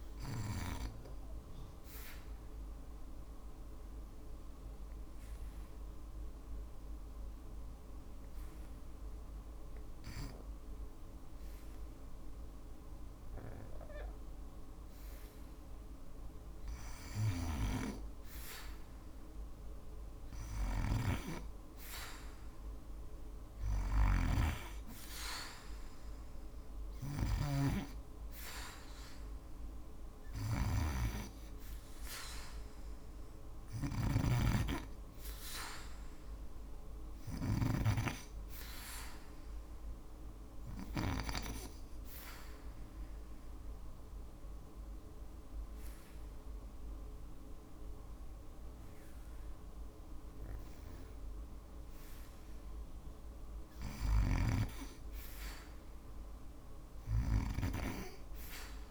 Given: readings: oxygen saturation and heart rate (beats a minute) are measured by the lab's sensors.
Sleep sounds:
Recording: breathing in sleep by a room microphone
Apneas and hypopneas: 2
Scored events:
4.00-22.00 s: oxygen desaturation (device-marked, oxygen 96% before, 86% lowest, heart rate 56 before, 57 extreme)
4.50-14.50 s: obstructive apnea (oxygen 96% before, 79% lowest, heart rate 56 before, 57 extreme, up 3 after)
10.00-58.91 s: new sleep stage, REM sleep
21.50-25.50 s: arousal
23.00-37.00 s: snoring (device-marked)
24.00-43.00 s: oxygen desaturation (device-marked, oxygen 90% before, 79% lowest, heart rate 58 before, 59 extreme)
40.50-53.00 s: obstructive apnea (oxygen 90% before, 77% lowest, heart rate 62 before, 59 extreme, up 1 after)
53.00-56.50 s: snoring (device-marked)
55.50-58.91 s: arousal
From the record:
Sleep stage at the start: N2 (light sleep)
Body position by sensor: on the back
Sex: female

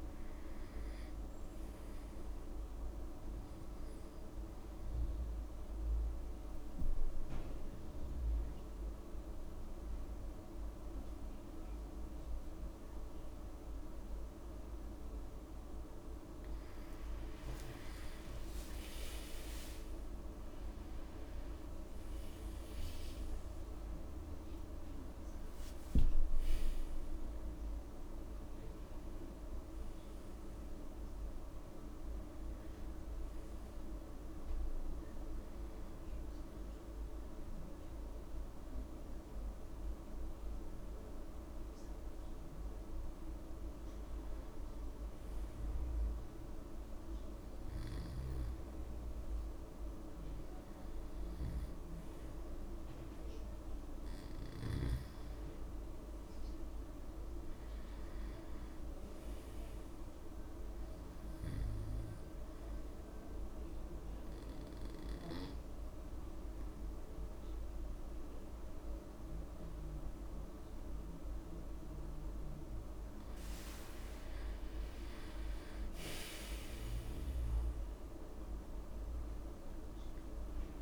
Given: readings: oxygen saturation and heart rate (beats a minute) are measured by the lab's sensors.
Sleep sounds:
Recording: breathing in sleep, hard to hear, by a room microphone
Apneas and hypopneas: 3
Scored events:
6.00-16.50 s: obstructive apnea (oxygen 97% before, 93% lowest, heart rate 72 before, 70 extreme, up 37 after)
16.00-18.00 s: long interval between heartbeats (device-marked, heart rate 71 before, 73 extreme)
18.00-23.00 s: arousal
19.00-21.00 s: long interval between heartbeats (device-marked, heart rate 71 before, 88 extreme)
34.50-45.50 s: hypopnea (oxygen 97% before, 92% lowest, heart rate 85 before, 73 extreme, up 2 after)
47.50-51.50 s: arousal
53.50-74.50 s: oxygen desaturation (device-marked, oxygen 97% before, 93% lowest, heart rate 75 before, 34 extreme)
63.00-73.00 s: obstructive apnea (oxygen 97% before, 89% lowest, heart rate 74 before, 34 extreme)
72.50-74.50 s: long interval between heartbeats (device-marked, heart rate 74 before, 65 extreme)
75.00-79.50 s: arousal
78.00-80.00 s: long interval between heartbeats (device-marked, heart rate 71 before, 48 extreme)
From the record:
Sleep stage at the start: N2 (light sleep)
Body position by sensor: on the back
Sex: male

